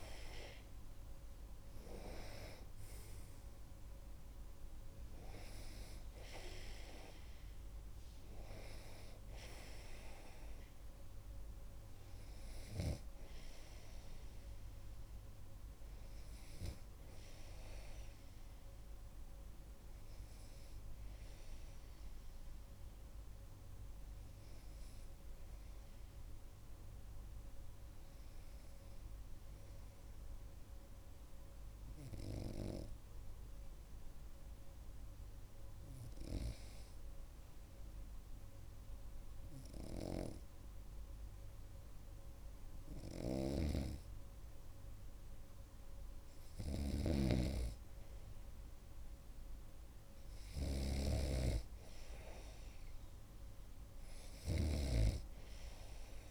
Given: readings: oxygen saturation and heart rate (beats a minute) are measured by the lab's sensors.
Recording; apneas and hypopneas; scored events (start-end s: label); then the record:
breathing in sleep by a room microphone; 1
0.00-17.00 s: oxygen desaturation (device-marked, oxygen 94% lowest)
25.50-47.00 s: hypopnea (oxygen 98% before, 94% lowest)
43.50-56.31 s: snoring (device-marked)
53.00-56.31 s: arousal
From the record:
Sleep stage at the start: N2 (light sleep); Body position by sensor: on the right side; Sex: male